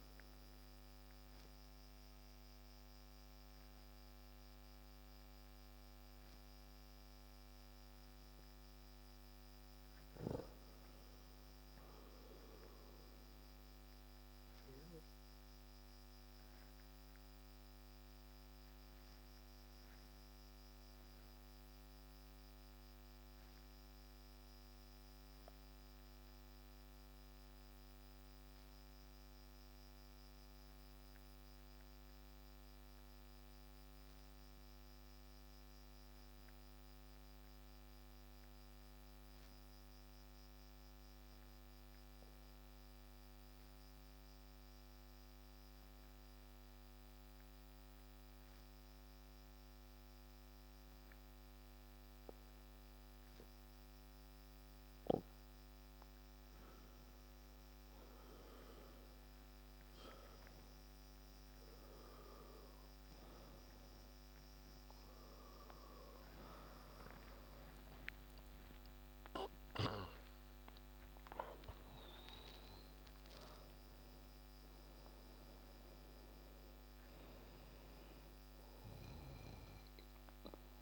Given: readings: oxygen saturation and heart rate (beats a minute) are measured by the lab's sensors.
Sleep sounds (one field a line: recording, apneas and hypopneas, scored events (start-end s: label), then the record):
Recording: breathing in sleep, hard to hear, by a microphone on the trachea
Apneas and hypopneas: 1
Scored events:
8.50-11.50 s: arousal
9.00-33.00 s: oxygen desaturation (device-marked, oxygen 93% before, 89% lowest)
13.00-55.00 s: obstructive apnea (oxygen 96% before, 89% lowest)
60.50-66.00 s: arousal
From the record:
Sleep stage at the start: N2 (light sleep)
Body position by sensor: on the back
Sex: male